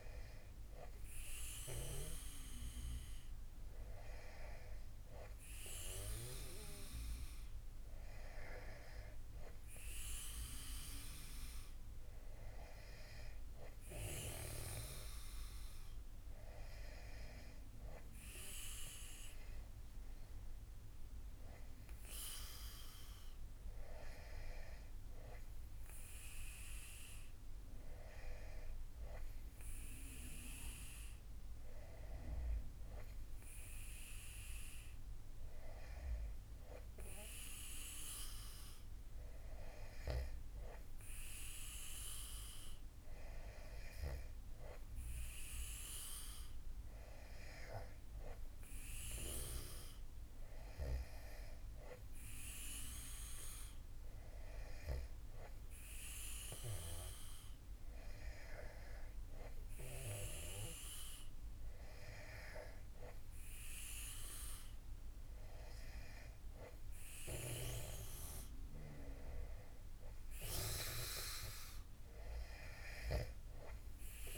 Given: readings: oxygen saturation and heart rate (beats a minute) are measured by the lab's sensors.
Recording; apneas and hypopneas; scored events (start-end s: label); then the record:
breathing in sleep by a room microphone; none
none scored
From the record:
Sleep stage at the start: N2 (light sleep); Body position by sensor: on the back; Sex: male